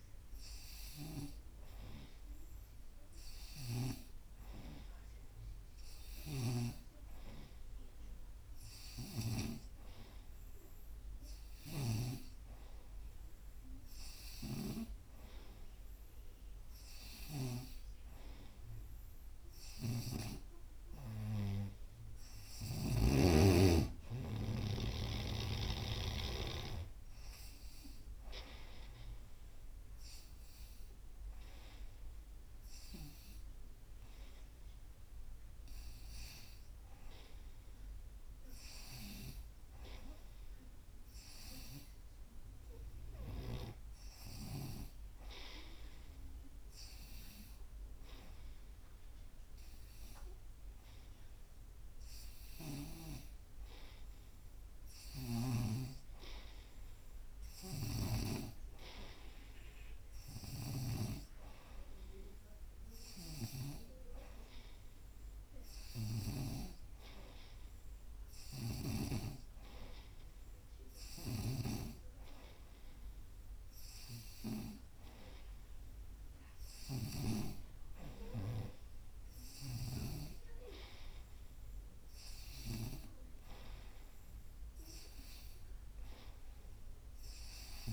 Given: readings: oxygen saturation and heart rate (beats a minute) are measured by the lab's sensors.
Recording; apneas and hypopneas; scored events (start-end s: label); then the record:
breathing in sleep by a room microphone; 1
0.00-1.50 s: snoring (device-marked)
6.00-9.50 s: snoring (device-marked)
11.50-17.50 s: snoring (device-marked)
13.00-87.93 s: new sleep stage, N2 (light sleep)
19.50-23.00 s: snoring (device-marked)
24.50-27.50 s: arousal
30.00-42.50 s: hypopnea (oxygen 93% before, 89% lowest, heart rate 87 before, 87 extreme, up 0 after)
31.00-41.00 s: oxygen desaturation (device-marked, oxygen 92% before, 89% lowest, heart rate 87 before, 87 extreme)
43.00-46.50 s: arousal
57.50-61.00 s: snoring (device-marked)
63.00-66.50 s: snoring (device-marked)
63.00-73.00 s: oxygen desaturation (device-marked, oxygen 93% before, 89% lowest, heart rate 87 before, 86 extreme)
71.00-77.50 s: snoring (device-marked)
From the record:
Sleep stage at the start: N3 (deep sleep); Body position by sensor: on the right side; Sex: female